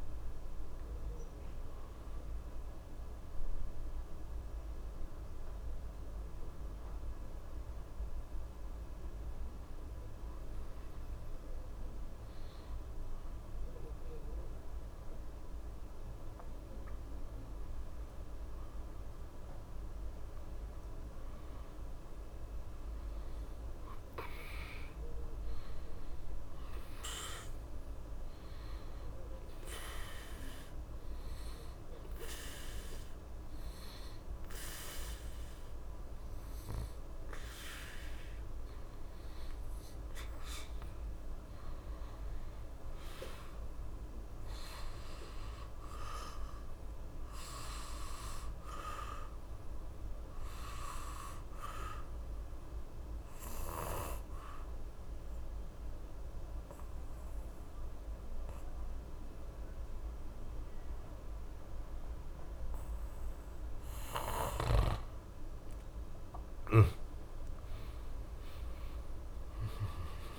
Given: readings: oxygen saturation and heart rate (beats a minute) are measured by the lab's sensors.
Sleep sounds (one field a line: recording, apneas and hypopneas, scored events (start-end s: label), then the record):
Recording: breathing in sleep by a room microphone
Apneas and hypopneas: 3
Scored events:
0.00-19.50 s: oxygen desaturation (device-marked, oxygen 90% lowest, heart rate 66 extreme)
7.00-17.00 s: hypopnea (oxygen 94% before, 90% lowest, heart rate 84 before, 67 extreme, up 1 after)
18.00-21.50 s: arousal
29.50-39.50 s: obstructive apnea (oxygen 96% before, 89% lowest, heart rate 68 before, 66 extreme, up 1 after)
41.50-44.50 s: arousal
49.50-61.50 s: oxygen desaturation (device-marked, oxygen 94% before, 91% lowest, heart rate 67 before, 68 extreme)
52.00-66.00 s: obstructive apnea (oxygen 96% before, 89% lowest, heart rate 67 before, 67 extreme, up 0 after)
67.50-70.39 s: arousal
From the record:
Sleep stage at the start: N2 (light sleep)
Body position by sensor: on the back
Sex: male